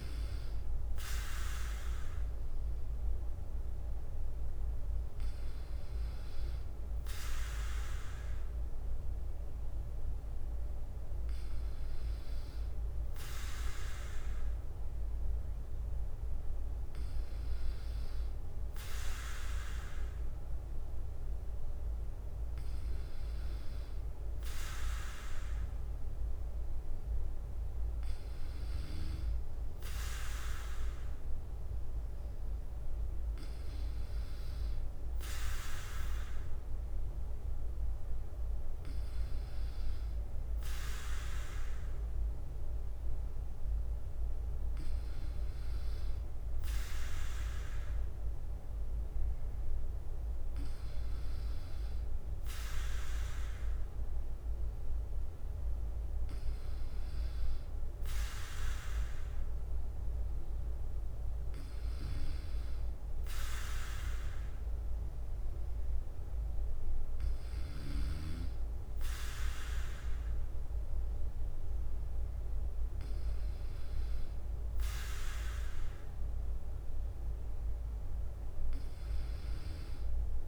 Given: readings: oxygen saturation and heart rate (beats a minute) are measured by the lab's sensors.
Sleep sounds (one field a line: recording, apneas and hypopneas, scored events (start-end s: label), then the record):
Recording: breathing in sleep by a room microphone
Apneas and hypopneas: none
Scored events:
0.00-78.00 s: bradycardia (device-marked, heart rate 56 extreme)
From the record:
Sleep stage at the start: N2 (light sleep)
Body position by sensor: on the back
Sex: male